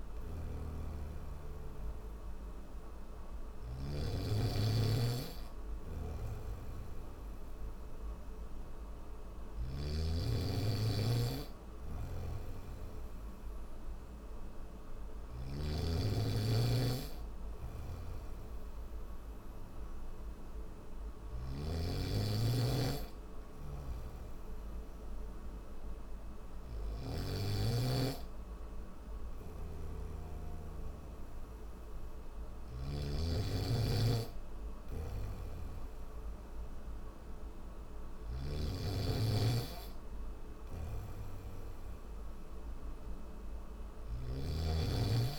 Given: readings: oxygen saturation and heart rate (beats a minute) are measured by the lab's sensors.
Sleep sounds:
breathing in sleep by a room microphone; none
0.00-3.50 s: snoring (device-marked)
5.50-9.50 s: snoring (device-marked)
11.50-21.00 s: snoring (device-marked)
23.00-38.00 s: snoring (device-marked)
40.00-45.39 s: snoring (device-marked)
From the record:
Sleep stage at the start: N3 (deep sleep); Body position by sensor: on the back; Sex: male

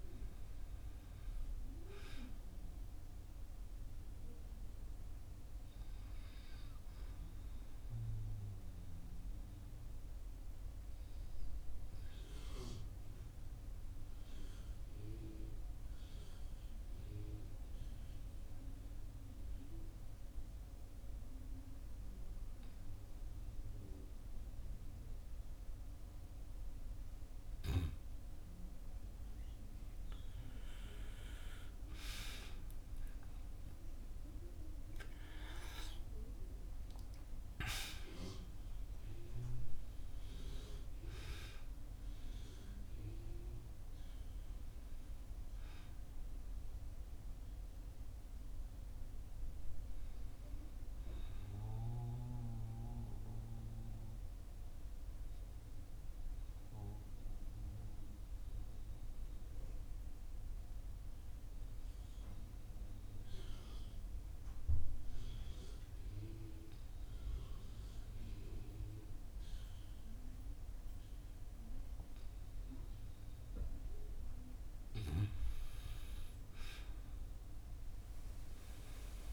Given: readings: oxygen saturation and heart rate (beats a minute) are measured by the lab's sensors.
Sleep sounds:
breathing in sleep by a room microphone; 2
0.00-24.50 s: oxygen desaturation (device-marked, oxygen 89% lowest, heart rate 48 extreme)
7.00-27.50 s: obstructive apnea (oxygen 97% before, 89% lowest, heart rate 59 before, 48 extreme, up 11 after)
32.50-37.00 s: arousal
48.50-74.00 s: obstructive apnea (oxygen 96% before, 90% lowest, heart rate 59 before, 49 extreme, up 10 after)
55.50-65.50 s: oxygen desaturation (device-marked, oxygen 94% before, 91% lowest, heart rate 57 before, 51 extreme)
76.00-79.33 s: arousal
From the record:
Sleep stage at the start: N2 (light sleep); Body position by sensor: on the back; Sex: male

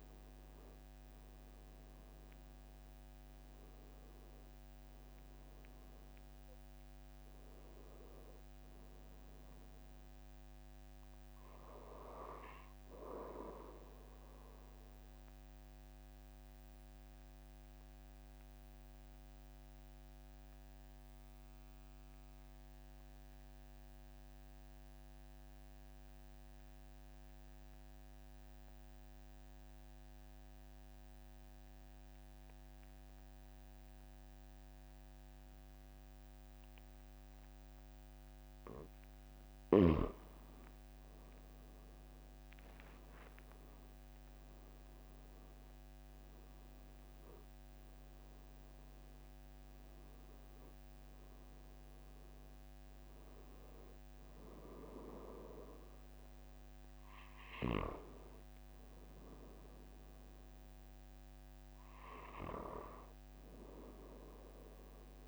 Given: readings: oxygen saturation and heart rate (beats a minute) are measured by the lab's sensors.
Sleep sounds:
breathing in sleep by a microphone on the trachea; 1
15.00-38.50 s: obstructive apnea (oxygen 97% before, 93% lowest, heart rate 46 before, 43 extreme, up 3 after)
41.00-45.00 s: arousal
From the record:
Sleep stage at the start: N2 (light sleep); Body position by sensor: on the back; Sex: male

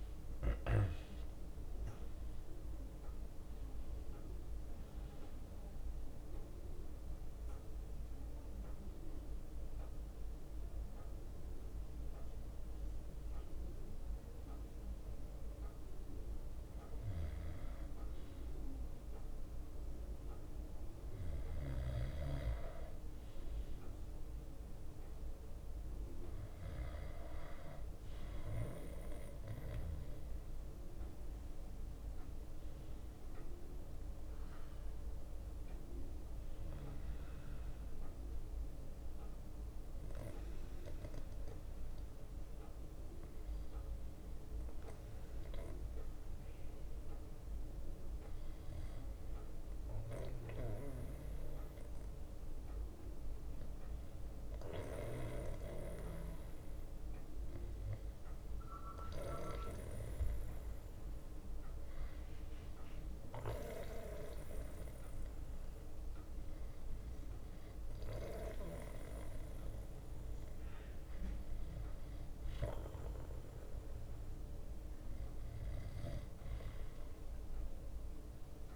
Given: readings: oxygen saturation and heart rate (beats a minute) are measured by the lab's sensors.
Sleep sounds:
breathing in sleep by a room microphone; 1
0.00-2.50 s: arousal
8.50-29.50 s: bradycardia (device-marked, heart rate 61 before, 57 extreme)
19.50-38.50 s: drop in pulse transit time (device-marked, heart rate 61 before, 58 extreme)
20.50-25.50 s: leg movement (device-marked)
30.00-36.50 s: leg movement (device-marked)
31.50-36.00 s: arousal
36.50-52.50 s: bradycardia (device-marked, heart rate 60 before, 57 extreme)
39.50-52.50 s: hypopnea (oxygen 96% before, 93% lowest, heart rate 59 before, 57 extreme, up 3 after)
47.00-56.50 s: leg movement (device-marked)
53.50-56.50 s: bradycardia (device-marked, heart rate 60 before, 58 extreme)
56.50-61.00 s: arousal
58.50-61.50 s: bradycardia (device-marked, heart rate 60 before, 59 extreme)
63.50-65.50 s: bradycardia (device-marked, heart rate 60 before, 59 extreme)
From the record:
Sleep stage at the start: N2 (light sleep); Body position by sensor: on the back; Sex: male

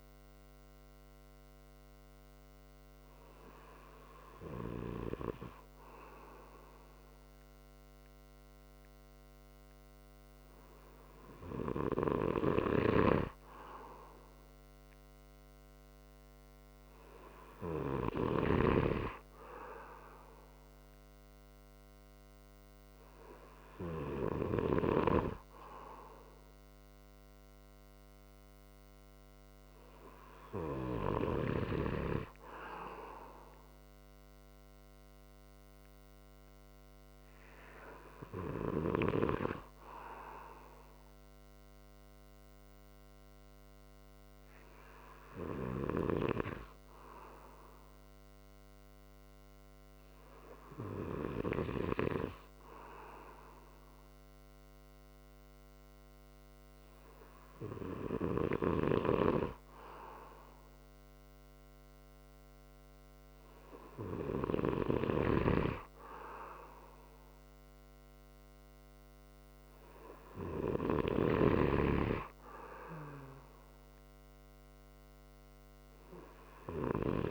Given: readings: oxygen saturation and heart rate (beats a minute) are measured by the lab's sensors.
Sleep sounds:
breathing in sleep by a microphone on the trachea; none
71.00-77.31 s: snoring (device-marked)
From the record:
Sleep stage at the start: N2 (light sleep); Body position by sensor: on the right side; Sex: male

